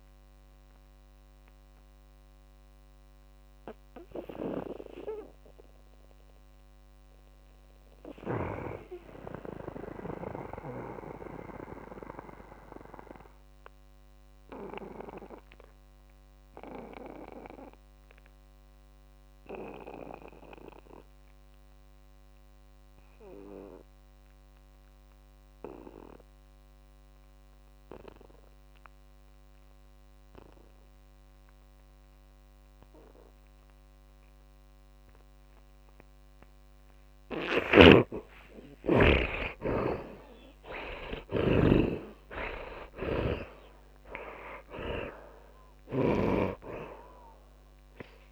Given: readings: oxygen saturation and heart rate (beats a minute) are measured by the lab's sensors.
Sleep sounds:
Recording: breathing in sleep by a microphone on the trachea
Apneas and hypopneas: 1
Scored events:
0.00-13.50 s: oxygen desaturation (device-marked, oxygen 76% lowest)
0.50-37.00 s: mixed apnea (oxygen 98% before, 76% lowest)
24.50-48.32 s: oxygen desaturation (device-marked, oxygen 100% before, 79% lowest)
37.50-48.32 s: snoring (device-marked)
38.50-44.00 s: arousal
From the record:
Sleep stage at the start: N2 (light sleep)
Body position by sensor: on the back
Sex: male

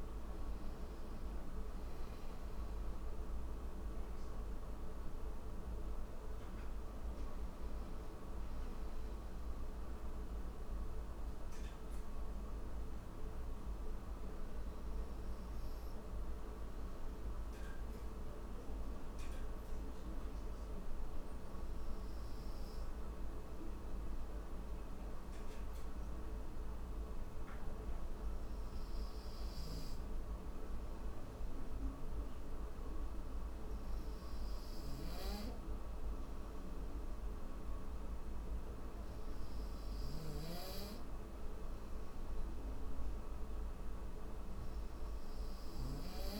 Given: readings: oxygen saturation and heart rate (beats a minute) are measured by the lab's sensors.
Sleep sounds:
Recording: breathing in sleep, hard to hear, by a room microphone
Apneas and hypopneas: 1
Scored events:
0.00-1.00 s: oxygen desaturation (device-marked, oxygen 89% lowest, heart rate 69 extreme)
9.50-29.00 s: obstructive apnea (oxygen 97% before, 91% lowest, heart rate 73 before, 71 extreme, up 2 after)
27.00-46.40 s: oxygen desaturation (device-marked, oxygen 96% before, 92% lowest, heart rate 72 before, 74 extreme)
From the record:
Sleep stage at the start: N1 (lightest sleep)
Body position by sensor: on the back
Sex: male

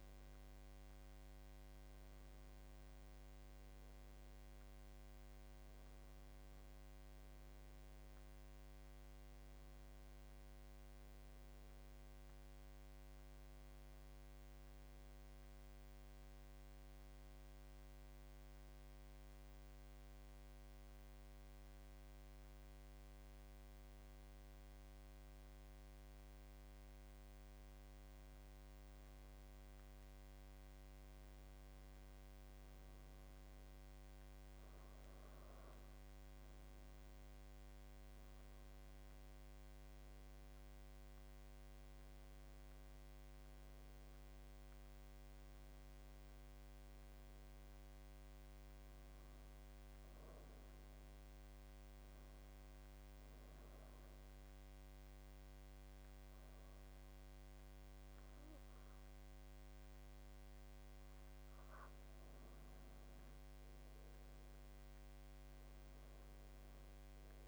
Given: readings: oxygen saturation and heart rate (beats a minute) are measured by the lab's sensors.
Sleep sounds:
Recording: breathing in sleep, hard to hear, by a microphone on the trachea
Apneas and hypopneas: 1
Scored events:
3.50-67.48 s: new sleep stage, N2 (light sleep)
4.50-22.50 s: oxygen desaturation (device-marked, oxygen 93% before, 90% lowest, heart rate 82 before, 77 extreme)
41.00-45.50 s: arousal
49.50-61.50 s: obstructive apnea (oxygen 94% before, 88% lowest, heart rate 83 before, 76 extreme, up 8 after)
64.00-67.00 s: arousal
From the record:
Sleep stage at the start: N1 (lightest sleep)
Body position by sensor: on the back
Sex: male

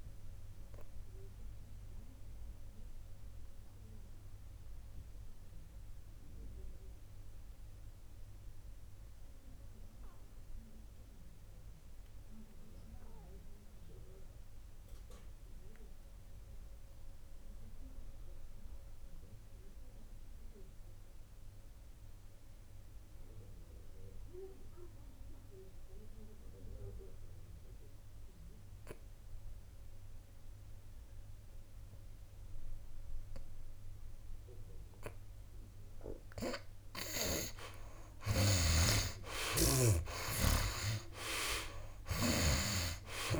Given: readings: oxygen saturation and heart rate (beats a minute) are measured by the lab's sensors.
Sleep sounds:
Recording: breathing in sleep by a room microphone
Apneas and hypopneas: 1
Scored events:
0.00-25.00 s: oxygen desaturation (device-marked, oxygen 75% lowest, heart rate 66 extreme)
1.50-37.00 s: obstructive apnea (oxygen 97% before, 75% lowest, heart rate 68 before, 64 extreme, up 8 after)
22.50-24.50 s: long interval between heartbeats (device-marked, heart rate 69 before, 73 extreme)
38.50-43.40 s: snoring (device-marked)
40.00-43.40 s: arousal
From the record:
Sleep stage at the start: N2 (light sleep)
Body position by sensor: on the back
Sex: male

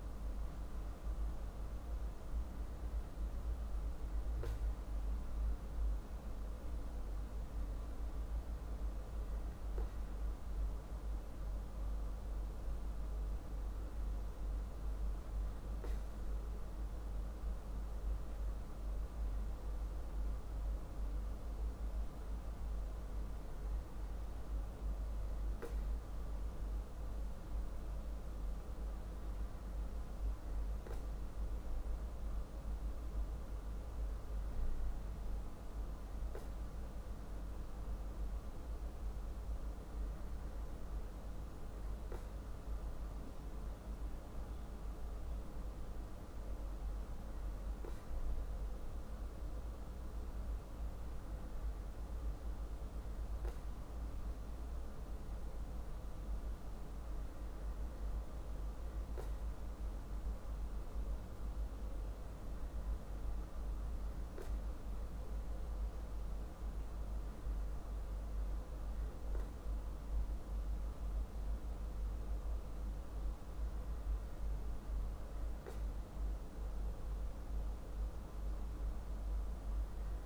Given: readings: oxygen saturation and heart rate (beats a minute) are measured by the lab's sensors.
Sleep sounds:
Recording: breathing in sleep, hard to hear, by a room microphone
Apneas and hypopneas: none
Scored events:
none scored
From the record:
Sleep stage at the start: N2 (light sleep)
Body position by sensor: on the back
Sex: male

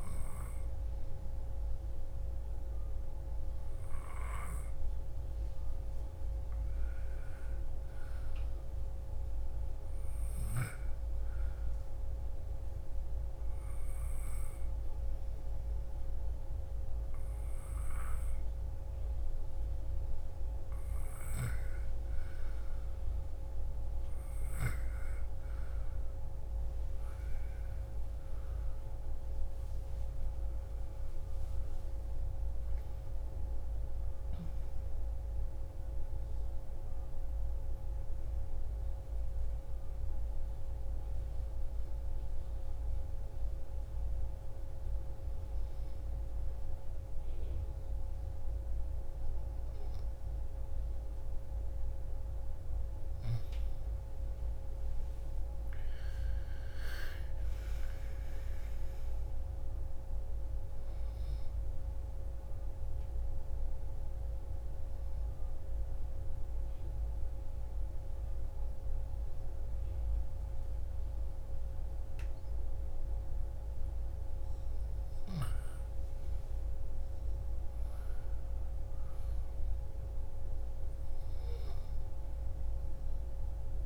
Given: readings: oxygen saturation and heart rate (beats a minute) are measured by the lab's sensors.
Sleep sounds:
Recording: breathing in sleep, hard to hear, by a room microphone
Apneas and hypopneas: 3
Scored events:
1.00-13.00 s: oxygen desaturation (device-marked, oxygen 97% before, 91% lowest)
11.50-21.50 s: obstructive apnea (oxygen 97% before, 92% lowest)
31.50-36.50 s: arousal
40.00-52.50 s: obstructive apnea (oxygen 97% before, 89% lowest)
54.50-57.50 s: arousal
61.00-81.00 s: oxygen desaturation (device-marked, oxygen 97% before, 92% lowest)
65.50-75.50 s: obstructive apnea (oxygen 97% before, 83% lowest)
79.00-83.00 s: arousal
From the record:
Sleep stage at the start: N2 (light sleep)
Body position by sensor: on the back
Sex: female

